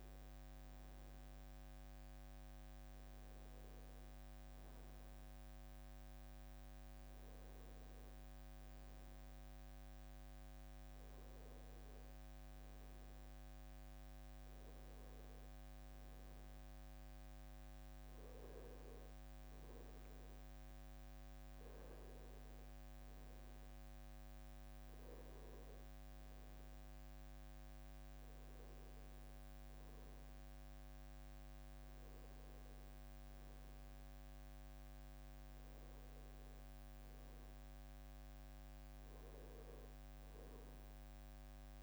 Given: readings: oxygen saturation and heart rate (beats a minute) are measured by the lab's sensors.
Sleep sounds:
breathing in sleep, hard to hear, by a microphone on the trachea; none
27.00-41.83 s: new sleep stage, N2 (light sleep)
From the record:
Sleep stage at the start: N1 (lightest sleep); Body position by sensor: on the right side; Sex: male

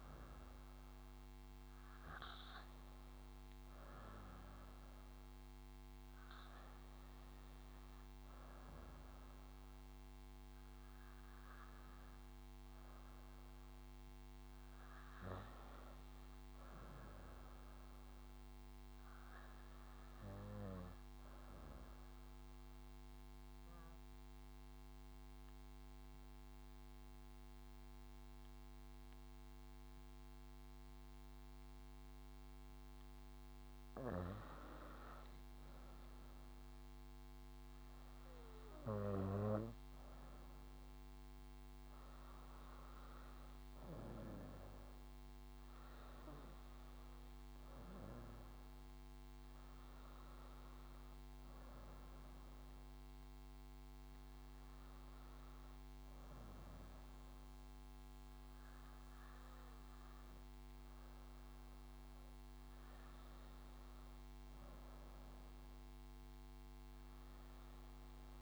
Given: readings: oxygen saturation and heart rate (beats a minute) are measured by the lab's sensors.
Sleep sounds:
breathing in sleep by a microphone on the trachea; 1
22.00-34.00 s: obstructive apnea (oxygen 96% before, 94% lowest, heart rate 67 before, 61 extreme, up 9 after)
35.00-39.00 s: arousal
From the record:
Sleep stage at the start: N2 (light sleep); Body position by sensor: on the back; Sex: female

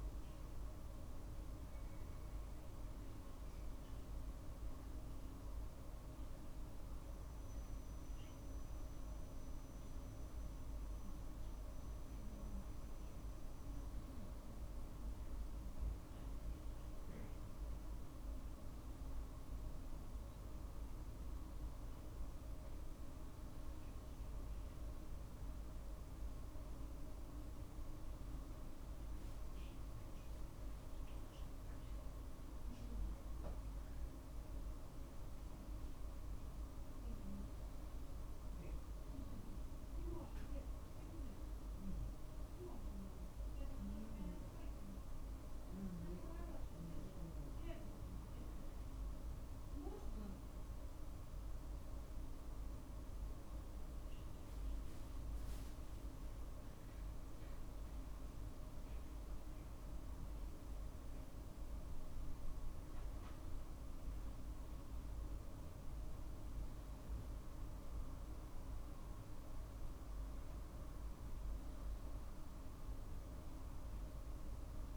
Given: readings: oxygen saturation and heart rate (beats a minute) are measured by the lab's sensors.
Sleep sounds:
breathing in sleep, hard to hear, by a room microphone; none
none scored
From the record:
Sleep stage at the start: N2 (light sleep); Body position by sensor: on the right side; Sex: male

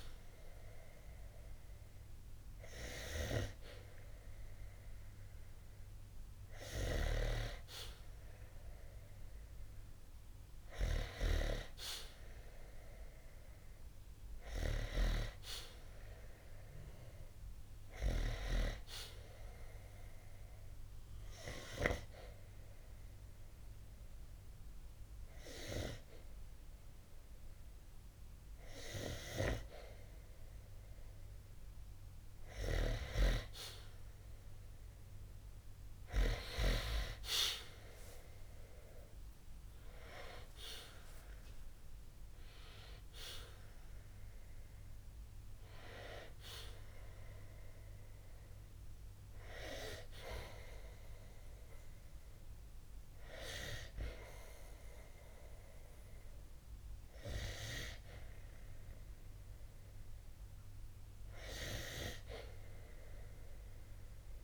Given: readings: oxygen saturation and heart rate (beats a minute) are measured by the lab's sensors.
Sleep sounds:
breathing in sleep by a room microphone; 1
14.00-17.00 s: arousal
20.00-32.50 s: hypopnea (oxygen 96% before, 91% lowest, heart rate 65 before, 60 extreme, up 36 after)
35.00-37.50 s: arousal
36.50-56.50 s: oxygen desaturation (device-marked, oxygen 95% before, 91% lowest, heart rate 63 before, 60 extreme)
From the record:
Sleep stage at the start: N2 (light sleep); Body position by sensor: on the back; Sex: male

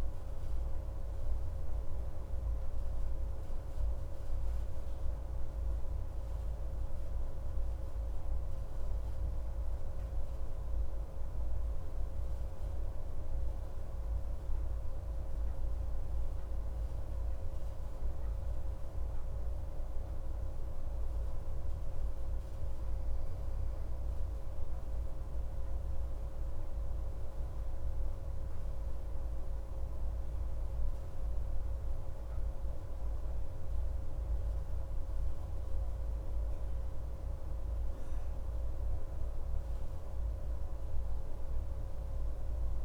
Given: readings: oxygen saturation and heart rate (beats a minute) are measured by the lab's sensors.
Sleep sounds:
breathing in sleep, hard to hear, by a room microphone; 1
10.50-24.50 s: hypopnea (oxygen 96% before, 95% lowest, heart rate 136 before, 87 extreme, up 7 after)
27.50-32.50 s: arousal
From the record:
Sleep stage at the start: N2 (light sleep); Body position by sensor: on the back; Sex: male

